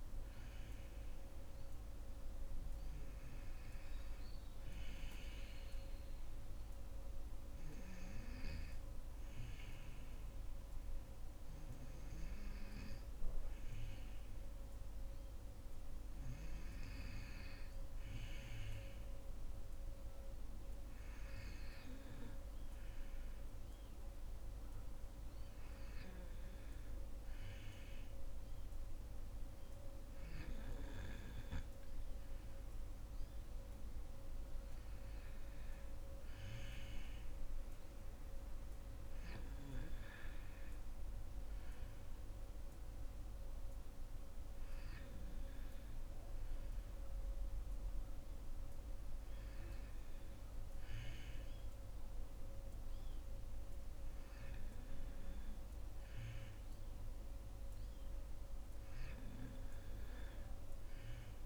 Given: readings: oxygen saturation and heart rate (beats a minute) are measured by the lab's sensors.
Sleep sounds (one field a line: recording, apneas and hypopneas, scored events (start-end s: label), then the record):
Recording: breathing in sleep, hard to hear, by a room microphone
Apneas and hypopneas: none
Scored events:
none scored
From the record:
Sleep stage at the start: N2 (light sleep)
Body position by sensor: on the back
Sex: female